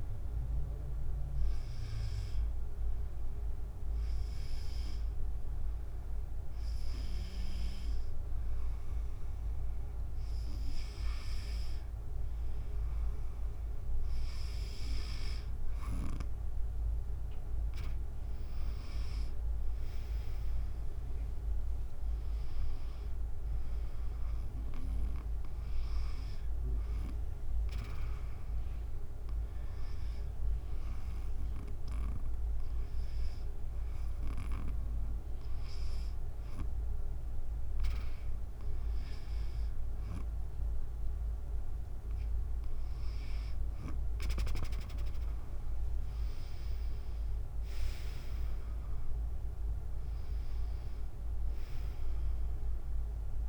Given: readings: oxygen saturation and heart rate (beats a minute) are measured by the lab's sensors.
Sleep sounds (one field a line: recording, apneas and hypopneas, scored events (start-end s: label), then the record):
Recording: breathing in sleep by a room microphone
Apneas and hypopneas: 2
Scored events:
1.50-11.50 s: hypopnea (oxygen 95% before, 92% lowest, heart rate 83 before, 67 extreme, up 6 after)
14.00-29.00 s: oxygen desaturation (device-marked, oxygen 95% before, 92% lowest, heart rate 71 before, 67 extreme)
16.00-21.00 s: arousal
32.00-44.00 s: hypopnea (oxygen 96% before, 92% lowest, heart rate 73 before, 67 extreme, up 7 after)
44.00-53.49 s: drop in pulse transit time (device-marked, heart rate 73 before, 71 extreme)
45.50-49.00 s: arousal
From the record:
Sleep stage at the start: N2 (light sleep)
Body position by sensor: on the back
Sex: female